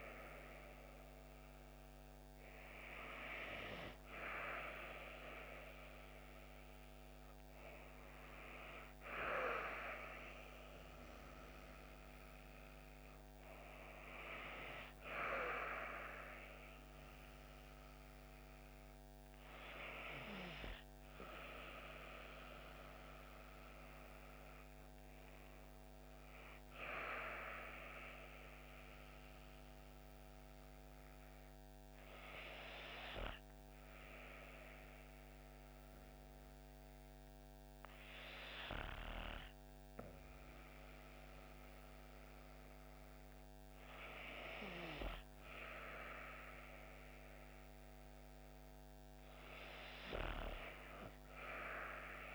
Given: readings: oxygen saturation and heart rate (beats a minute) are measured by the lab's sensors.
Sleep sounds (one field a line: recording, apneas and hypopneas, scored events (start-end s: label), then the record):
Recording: breathing in sleep by a microphone on the trachea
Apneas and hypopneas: 1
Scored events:
7.50-20.50 s: oxygen desaturation (device-marked, oxygen 95% before, 92% lowest)
23.00-26.50 s: arousal
29.50-44.00 s: hypopnea (oxygen 95% before, 91% lowest)
45.50-48.50 s: arousal
From the record:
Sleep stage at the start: N2 (light sleep)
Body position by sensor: on the back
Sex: female